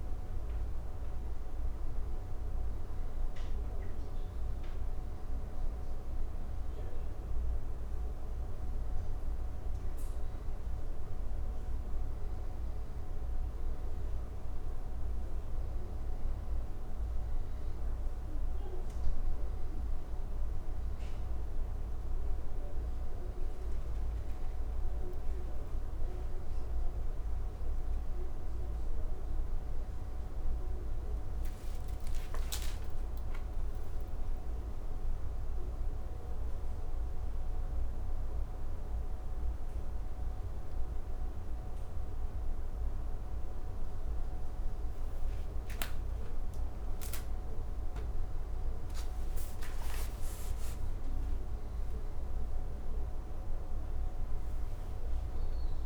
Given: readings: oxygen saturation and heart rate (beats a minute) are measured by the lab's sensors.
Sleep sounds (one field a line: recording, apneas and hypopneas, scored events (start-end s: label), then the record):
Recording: breathing in sleep, hard to hear, by a room microphone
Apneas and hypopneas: none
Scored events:
32.00-36.50 s: arousal
From the record:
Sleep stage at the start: N2 (light sleep)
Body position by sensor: on the back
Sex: male